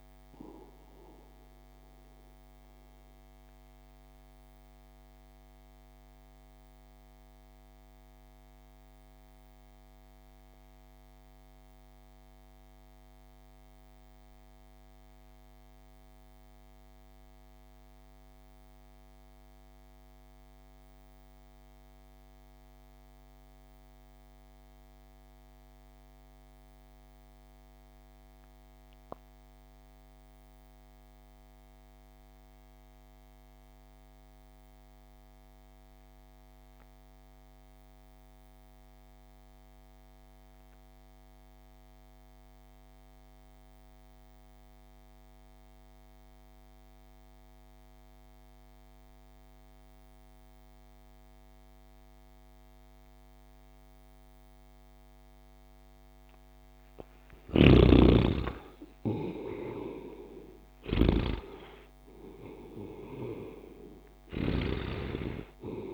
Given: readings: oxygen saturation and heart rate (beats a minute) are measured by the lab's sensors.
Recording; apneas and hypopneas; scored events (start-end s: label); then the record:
breathing in sleep by a microphone on the trachea; 1
0.00-12.50 s: oxygen desaturation (device-marked, oxygen 80% lowest)
3.00-57.00 s: obstructive apnea (oxygen 97% before, 63% lowest)
5.50-65.94 s: new sleep stage, REM sleep
30.50-65.94 s: oxygen desaturation (device-marked, oxygen 97% before, 63% lowest)
57.50-65.94 s: snoring (device-marked)
58.50-62.00 s: arousal
From the record:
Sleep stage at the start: N2 (light sleep); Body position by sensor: on the right side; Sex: male